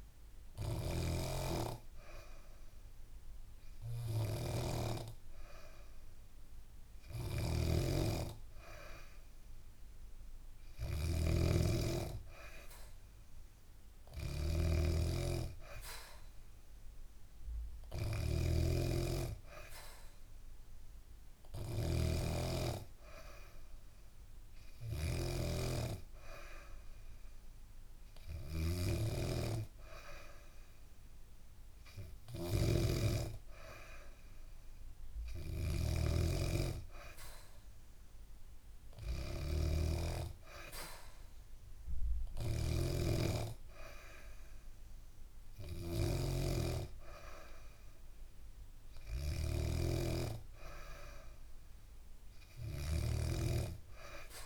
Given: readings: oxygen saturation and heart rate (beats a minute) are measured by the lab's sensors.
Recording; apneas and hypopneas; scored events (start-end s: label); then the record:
breathing in sleep by a room microphone; none
0.00-10.00 s: oxygen desaturation (device-marked, oxygen 93% lowest, heart rate 71 extreme)
0.00-54.46 s: snoring (device-marked)
22.00-54.46 s: new sleep stage, N3 (deep sleep)
From the record:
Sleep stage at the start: N2 (light sleep); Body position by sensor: on the back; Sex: female